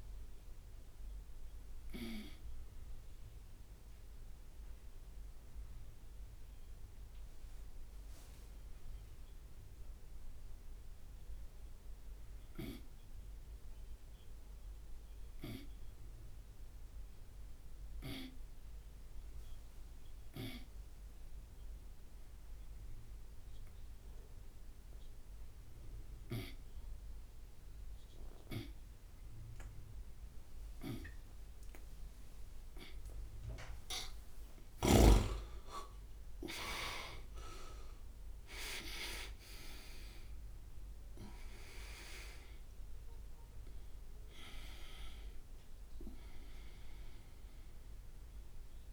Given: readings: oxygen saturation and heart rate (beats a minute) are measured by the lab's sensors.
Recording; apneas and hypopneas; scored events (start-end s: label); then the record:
breathing in sleep by a room microphone; 1
0.00-27.00 s: oxygen desaturation (device-marked, oxygen 83% lowest)
2.00-33.00 s: obstructive apnea (oxygen 99% before, 83% lowest)
35.00-40.50 s: arousal
From the record:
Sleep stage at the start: N2 (light sleep); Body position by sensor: on the right side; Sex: male